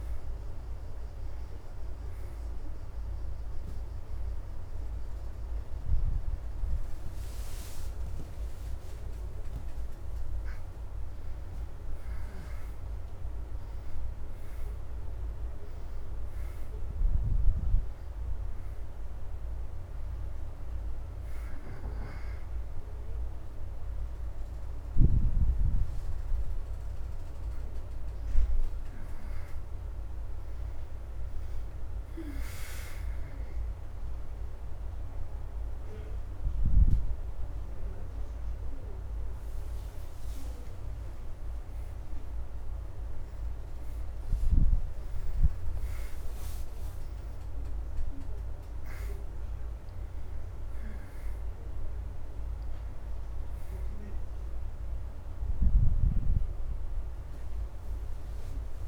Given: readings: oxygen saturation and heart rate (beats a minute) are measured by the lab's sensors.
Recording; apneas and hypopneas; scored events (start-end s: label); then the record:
a person awake in a sleep study, by a room microphone; none
25.00-40.00 s: oxygen desaturation (device-marked, oxygen 90% before, 84% lowest, heart rate 87 before, 80 extreme)
53.00-58.00 s: oxygen desaturation (device-marked, oxygen 90% before, 86% lowest, heart rate 85 before, 80 extreme)
From the record:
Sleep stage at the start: awake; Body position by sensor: on the back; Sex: female